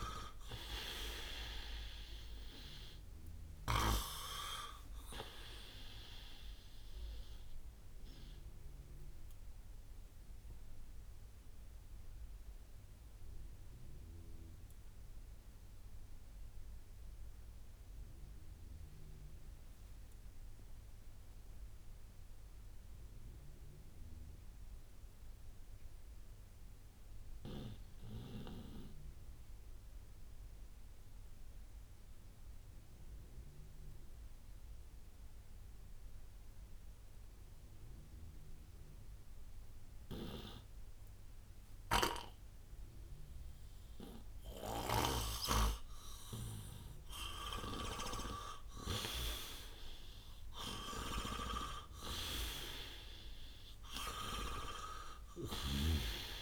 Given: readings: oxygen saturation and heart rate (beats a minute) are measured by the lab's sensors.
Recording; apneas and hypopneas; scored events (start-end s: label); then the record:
breathing in sleep by a room microphone; 1
0.00-22.00 s: oxygen desaturation (device-marked, oxygen 86% lowest, heart rate 58 extreme)
7.00-46.50 s: obstructive apnea (oxygen 98% before, 85% lowest, heart rate 70 before, 58 extreme, up 9 after)
37.00-56.42 s: oxygen desaturation (device-marked, oxygen 98% before, 85% lowest, heart rate 61 before, 58 extreme)
41.50-49.00 s: snoring (device-marked)
48.00-52.50 s: arousal
From the record:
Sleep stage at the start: N2 (light sleep); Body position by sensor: on the right side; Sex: male